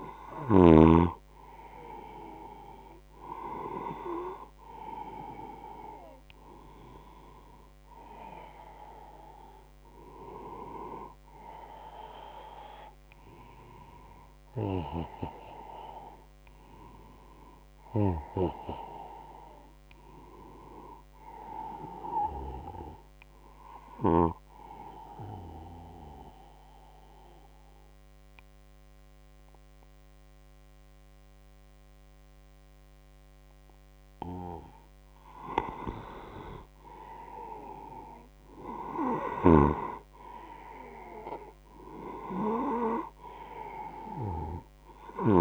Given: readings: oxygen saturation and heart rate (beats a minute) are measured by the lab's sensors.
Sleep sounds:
breathing in sleep by a microphone on the trachea; 1
23.00-35.50 s: obstructive apnea (oxygen 96% before, 91% lowest, heart rate 76 before, 74 extreme, up 17 after)
30.00-45.41 s: new sleep stage, N2 (light sleep)
38.50-42.50 s: arousal
39.00-45.41 s: snoring (device-marked)
41.00-45.41 s: oxygen desaturation (device-marked, oxygen 96% before, 91% lowest, heart rate 77 before, 69 extreme)
From the record:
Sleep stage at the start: N1 (lightest sleep); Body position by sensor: on the right side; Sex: male

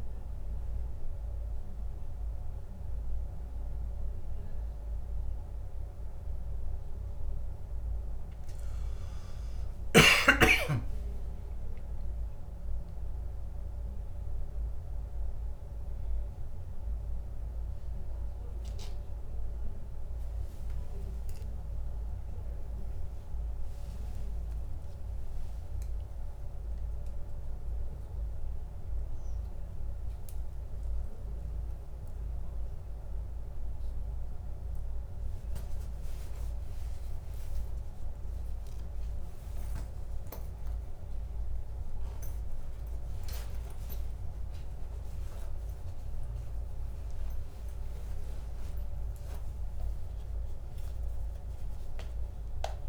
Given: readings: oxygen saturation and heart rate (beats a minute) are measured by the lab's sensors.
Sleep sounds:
a person awake in a sleep study, hard to hear, by a room microphone; none
5.00-52.89 s: new sleep stage, awake
From the record:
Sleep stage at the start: N2 (light sleep); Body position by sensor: on the back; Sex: male

